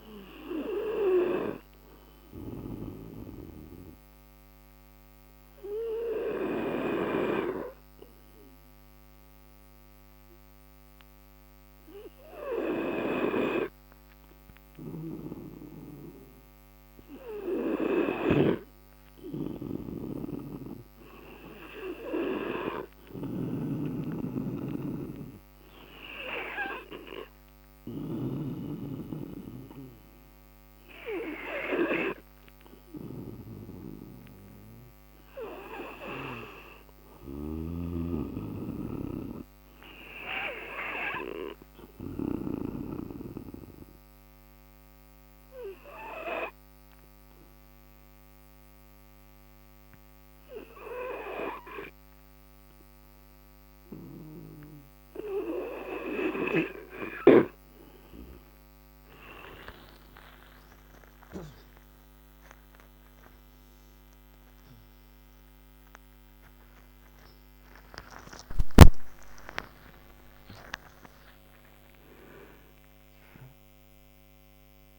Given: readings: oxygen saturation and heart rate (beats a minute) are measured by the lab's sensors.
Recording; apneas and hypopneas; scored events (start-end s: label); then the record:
breathing in sleep by a microphone on the trachea; 2
0.00-14.00 s: oxygen desaturation (device-marked, oxygen 91% lowest)
5.00-18.50 s: obstructive apnea (oxygen 96% before, 88% lowest)
20.50-23.50 s: arousal
26.00-36.00 s: oxygen desaturation (device-marked, oxygen 97% before, 91% lowest)
43.50-58.50 s: obstructive apnea (oxygen 97% before, 88% lowest)
58.00-74.99 s: oxygen desaturation (device-marked, oxygen 96% before, 88% lowest)
59.50-64.00 s: arousal
From the record:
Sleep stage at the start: N2 (light sleep); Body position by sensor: on the right side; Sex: male